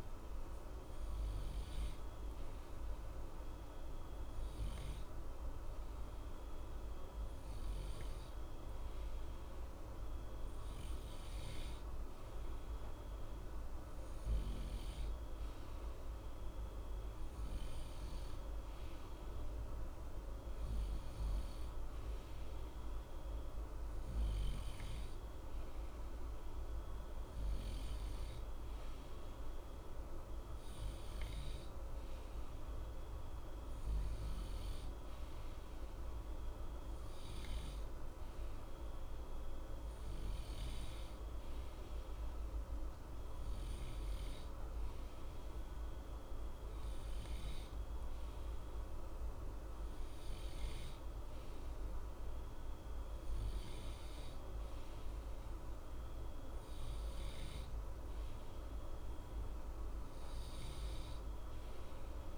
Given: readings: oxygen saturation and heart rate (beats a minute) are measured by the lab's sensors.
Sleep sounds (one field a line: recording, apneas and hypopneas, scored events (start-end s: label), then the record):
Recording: breathing in sleep, hard to hear, by a room microphone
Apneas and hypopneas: none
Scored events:
none scored
From the record:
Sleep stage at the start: N2 (light sleep)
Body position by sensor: on the right side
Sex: male